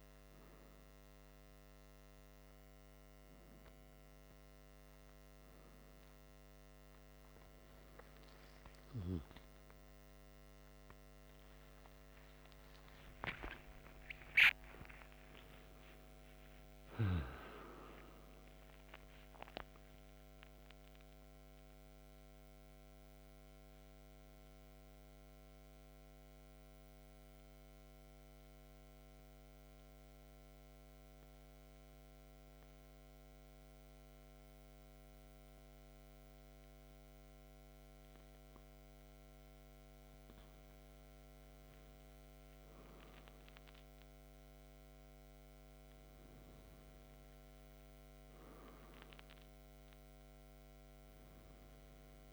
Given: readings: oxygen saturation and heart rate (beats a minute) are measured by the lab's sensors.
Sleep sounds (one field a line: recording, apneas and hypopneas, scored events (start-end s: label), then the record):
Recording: breathing in sleep by a microphone on the trachea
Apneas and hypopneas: 1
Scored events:
4.00-34.00 s: new sleep stage, N1 (lightest sleep)
8.50-15.50 s: arousal
27.00-40.50 s: hypopnea (oxygen 97% before, 94% lowest, heart rate 85 before, 44 extreme, up 3 after)
34.00-52.33 s: new sleep stage, N2 (light sleep)
42.50-46.50 s: arousal
50.00-52.33 s: oxygen desaturation (device-marked, oxygen 98% before, 94% lowest, heart rate 45 before, 43 extreme)
From the record:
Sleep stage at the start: N2 (light sleep)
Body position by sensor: on the back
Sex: male